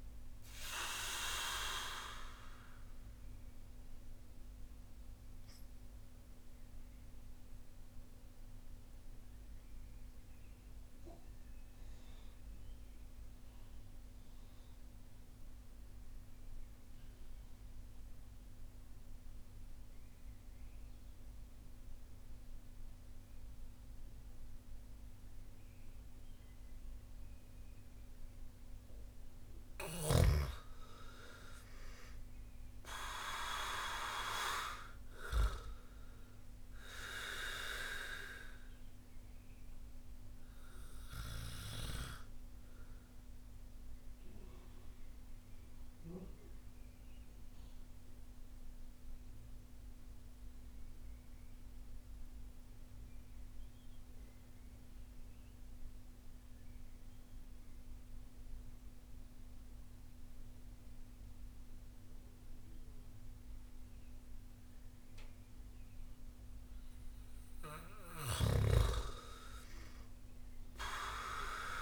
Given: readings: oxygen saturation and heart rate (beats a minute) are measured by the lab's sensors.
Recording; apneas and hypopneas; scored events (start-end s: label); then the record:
breathing in sleep by a room microphone; 2
0.00-23.00 s: oxygen desaturation (device-marked, oxygen 86% lowest)
3.00-30.00 s: mixed apnea (oxygen 99% before, 84% lowest)
30.00-67.00 s: oxygen desaturation (device-marked, oxygen 99% before, 84% lowest)
31.50-35.50 s: arousal
42.00-67.50 s: mixed apnea (oxygen 99% before, 84% lowest)
69.00-71.82 s: arousal
From the record:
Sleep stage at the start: N2 (light sleep); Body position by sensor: on the back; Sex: male